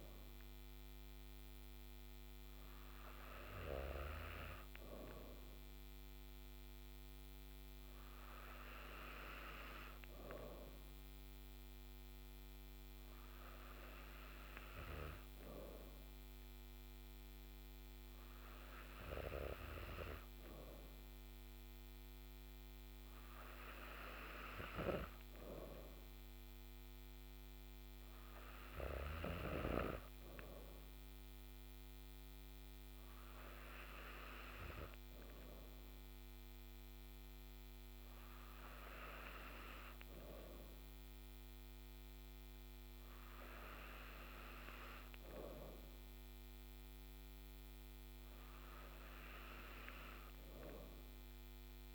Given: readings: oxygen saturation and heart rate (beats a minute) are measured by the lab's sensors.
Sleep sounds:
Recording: breathing in sleep by a microphone on the trachea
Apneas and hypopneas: none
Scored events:
15.00-51.95 s: new sleep stage, N3 (deep sleep)
From the record:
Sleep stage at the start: N2 (light sleep)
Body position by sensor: on the back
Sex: female

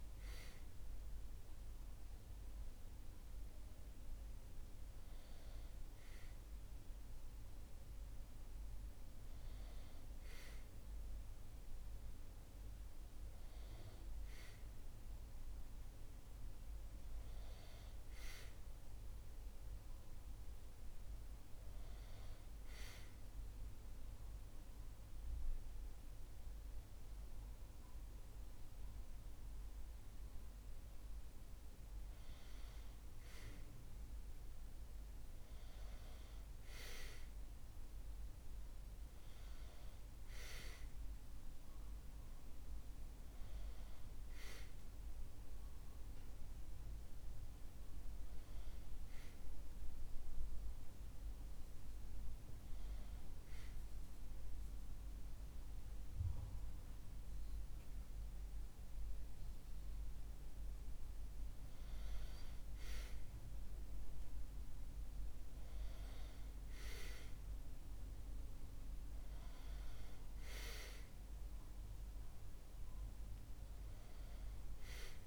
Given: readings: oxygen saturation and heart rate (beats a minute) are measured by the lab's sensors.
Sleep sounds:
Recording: breathing in sleep, hard to hear, by a room microphone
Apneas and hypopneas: 1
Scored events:
21.50-31.50 s: central apnea (oxygen 95% before, 94% lowest, heart rate 70 before, 68 extreme, up 4 after)
34.50-38.00 s: arousal
From the record:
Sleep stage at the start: N2 (light sleep)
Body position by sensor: on the back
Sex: male

